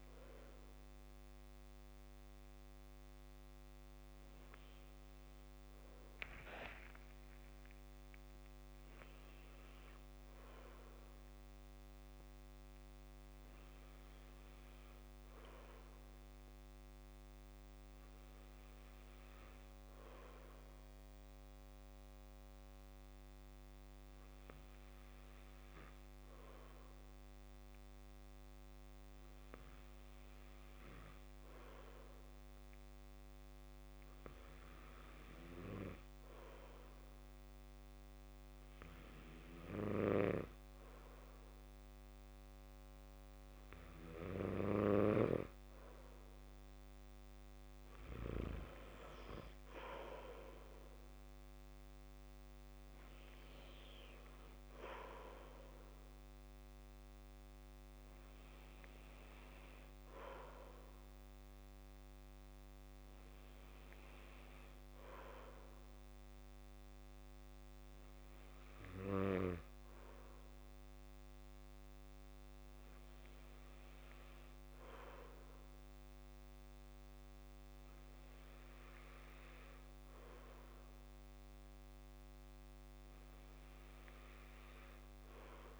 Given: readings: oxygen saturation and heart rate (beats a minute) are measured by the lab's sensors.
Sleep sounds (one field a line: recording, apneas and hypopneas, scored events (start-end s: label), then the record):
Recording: breathing in sleep by a microphone on the trachea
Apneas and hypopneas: 1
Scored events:
20.50-36.50 s: obstructive apnea (oxygen 97% before, 93% lowest, heart rate 62 before, 57 extreme, up 10 after)
39.00-42.00 s: arousal
From the record:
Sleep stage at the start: N2 (light sleep)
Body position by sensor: on the back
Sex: male